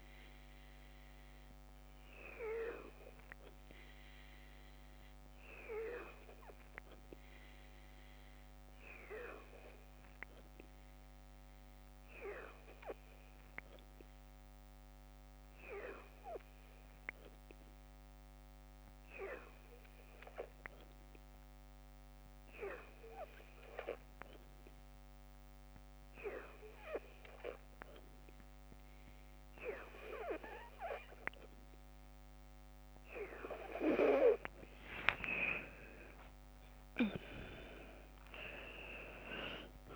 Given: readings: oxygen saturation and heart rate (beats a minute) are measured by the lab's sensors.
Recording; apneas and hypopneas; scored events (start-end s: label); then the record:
breathing in sleep by a microphone on the trachea; none
35.00-39.96 s: arousal
From the record:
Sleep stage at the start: N2 (light sleep); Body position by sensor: on the left side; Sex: female